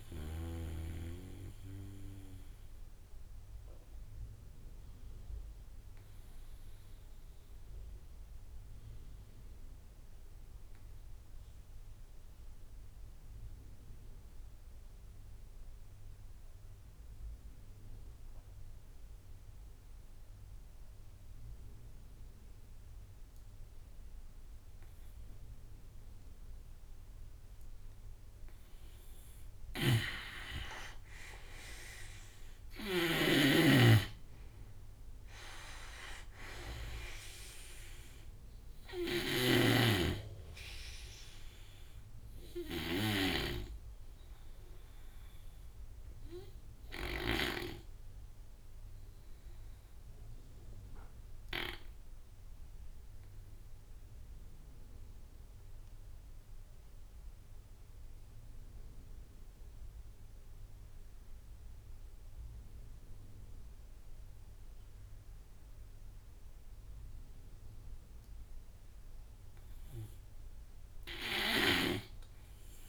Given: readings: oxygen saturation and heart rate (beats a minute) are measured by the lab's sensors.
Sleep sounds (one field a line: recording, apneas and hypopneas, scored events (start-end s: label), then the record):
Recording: breathing in sleep by a room microphone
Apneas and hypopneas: 2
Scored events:
1.00-27.00 s: obstructive apnea (oxygen 99% before, 84% lowest)
20.50-57.50 s: oxygen desaturation (device-marked, oxygen 96% before, 87% lowest)
28.50-51.00 s: snoring (device-marked)
30.00-33.50 s: arousal
45.50-68.50 s: obstructive apnea (oxygen 96% before, 84% lowest)
70.50-72.89 s: oxygen desaturation (device-marked, oxygen 98% before, 84% lowest)
71.50-72.89 s: arousal
From the record:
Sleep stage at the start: N2 (light sleep)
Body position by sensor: on the right side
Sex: male